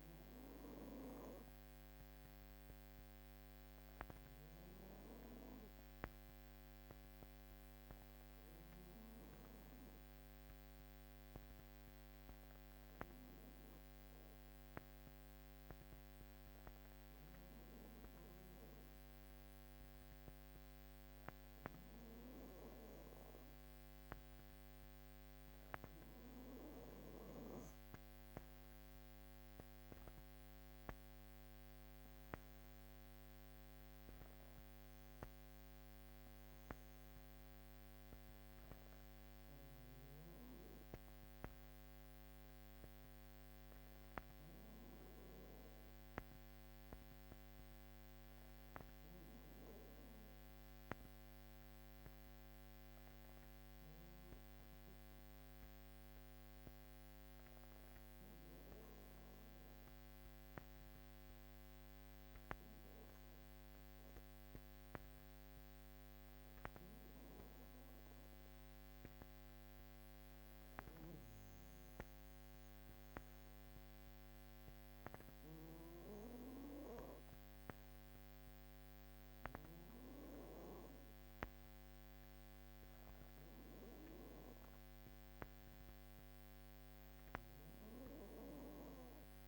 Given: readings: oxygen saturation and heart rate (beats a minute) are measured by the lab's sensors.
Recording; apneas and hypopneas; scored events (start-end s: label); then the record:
breathing in sleep by a microphone on the trachea; 2
8.00-25.50 s: hypopnea (oxygen 96% before, 94% lowest, heart rate 55 before, 52 extreme, up 5 after)
28.50-33.50 s: arousal
50.00-70.00 s: obstructive apnea (oxygen 96% before, 94% lowest, heart rate 55 before, 52 extreme, up 2 after)
72.00-76.00 s: arousal
From the record:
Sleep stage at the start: N2 (light sleep); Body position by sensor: on the back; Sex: female